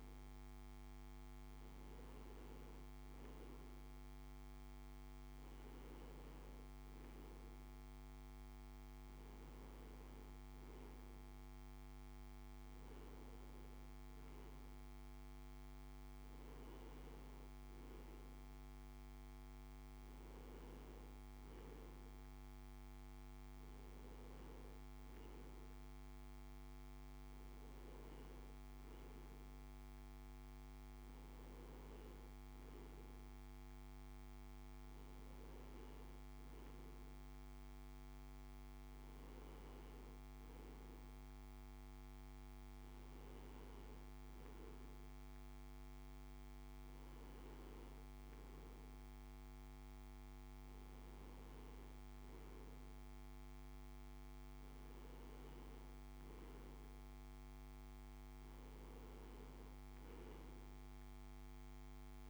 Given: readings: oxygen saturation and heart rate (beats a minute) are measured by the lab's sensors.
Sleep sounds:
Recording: breathing in sleep, hard to hear, by a microphone on the trachea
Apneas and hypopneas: none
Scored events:
none scored
From the record:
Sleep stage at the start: N2 (light sleep)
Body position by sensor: on the right side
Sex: male

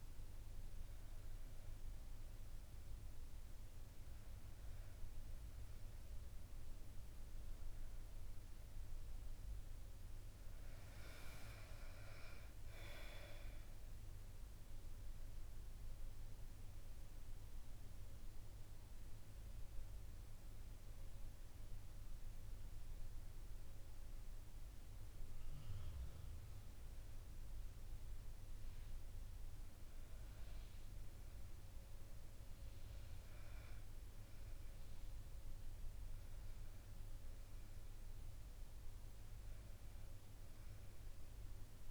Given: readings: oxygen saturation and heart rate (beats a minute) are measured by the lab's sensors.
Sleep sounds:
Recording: breathing in sleep, hard to hear, by a room microphone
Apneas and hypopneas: 1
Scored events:
0.50-25.50 s: oxygen desaturation (device-marked, oxygen 98% before, 95% lowest, heart rate 70 before, 71 extreme)
11.00-15.00 s: arousal
18.00-29.50 s: hypopnea (oxygen 98% before, 93% lowest, heart rate 73 before, 71 extreme, up 2 after)
31.50-35.00 s: arousal
From the record:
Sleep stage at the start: N1 (lightest sleep)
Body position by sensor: on the back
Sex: female

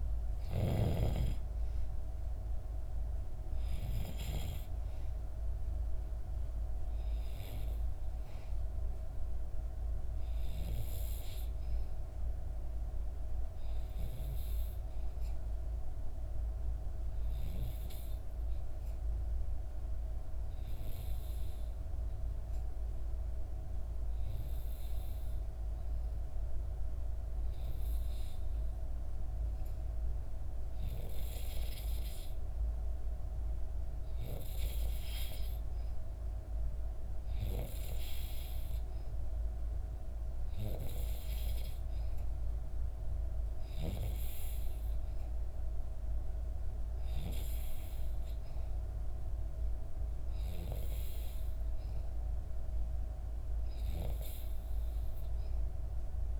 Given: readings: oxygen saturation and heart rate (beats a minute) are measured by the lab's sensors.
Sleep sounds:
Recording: breathing in sleep by a room microphone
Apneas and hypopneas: 1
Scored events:
19.00-33.00 s: obstructive apnea (oxygen 93% before, 90% lowest, heart rate 62 before, 61 extreme, up 1 after)
35.00-38.00 s: arousal
38.50-54.50 s: oxygen desaturation (device-marked, oxygen 95% before, 90% lowest, heart rate 61 before, 60 extreme)
From the record:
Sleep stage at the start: N2 (light sleep)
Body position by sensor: on the back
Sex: female

